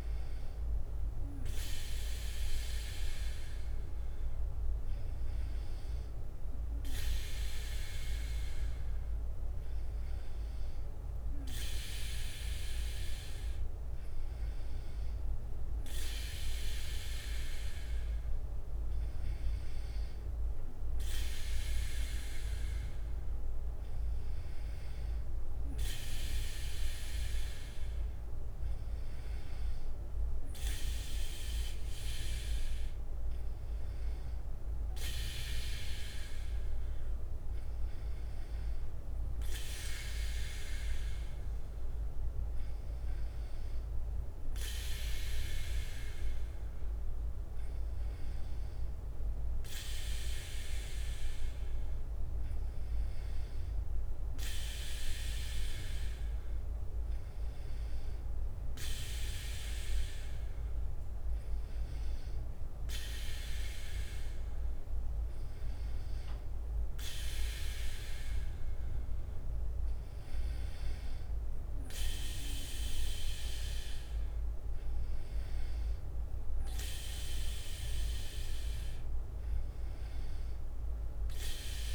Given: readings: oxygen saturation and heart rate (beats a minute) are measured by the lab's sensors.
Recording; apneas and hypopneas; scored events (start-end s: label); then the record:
breathing in sleep by a room microphone; none
0.00-10.50 s: bradycardia (device-marked, heart rate 56 extreme)
18.50-26.50 s: bradycardia (device-marked, heart rate 60 before, 57 extreme)
27.50-81.94 s: bradycardia (device-marked, heart rate 60 before, 55 extreme)
From the record:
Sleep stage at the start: N2 (light sleep); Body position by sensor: on the back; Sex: male